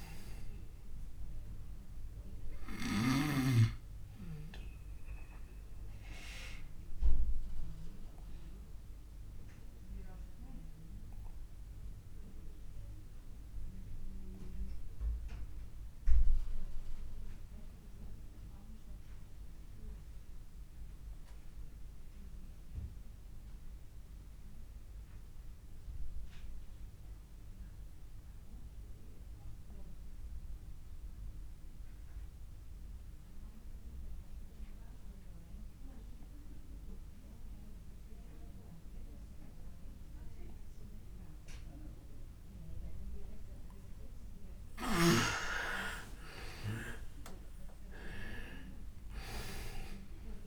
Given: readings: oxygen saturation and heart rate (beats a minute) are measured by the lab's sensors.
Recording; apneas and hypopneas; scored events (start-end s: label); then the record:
breathing in sleep by a room microphone; 1
0.00-23.00 s: oxygen desaturation (device-marked, oxygen 82% lowest)
5.00-43.50 s: obstructive apnea (oxygen 98% before, 82% lowest)
38.00-50.47 s: oxygen desaturation (device-marked, oxygen 99% before, 83% lowest)
46.00-50.47 s: arousal
From the record:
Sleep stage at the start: N2 (light sleep); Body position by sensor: on the back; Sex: male